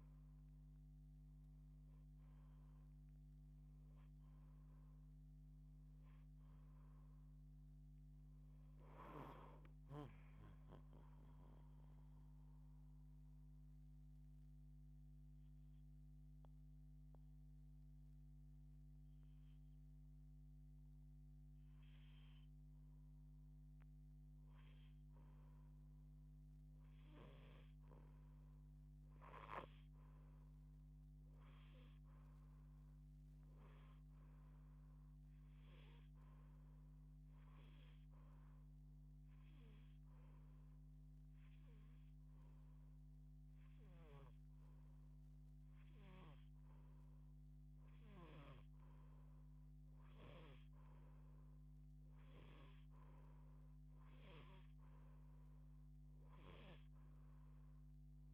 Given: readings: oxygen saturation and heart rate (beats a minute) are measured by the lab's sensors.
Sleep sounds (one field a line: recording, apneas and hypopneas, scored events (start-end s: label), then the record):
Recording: breathing in sleep by a microphone on the trachea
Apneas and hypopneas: 2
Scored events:
0.00-5.50 s: arousal
11.50-22.50 s: mixed apnea (oxygen 89% before, 87% lowest)
27.50-31.00 s: arousal
27.50-58.34 s: new sleep stage, N2 (light sleep)
37.00-47.00 s: hypopnea (oxygen 92% before, 88% lowest)
49.50-53.50 s: arousal
54.50-58.34 s: oxygen desaturation (device-marked, oxygen 91% before, 88% lowest)
From the record:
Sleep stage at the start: N1 (lightest sleep)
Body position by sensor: on the back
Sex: female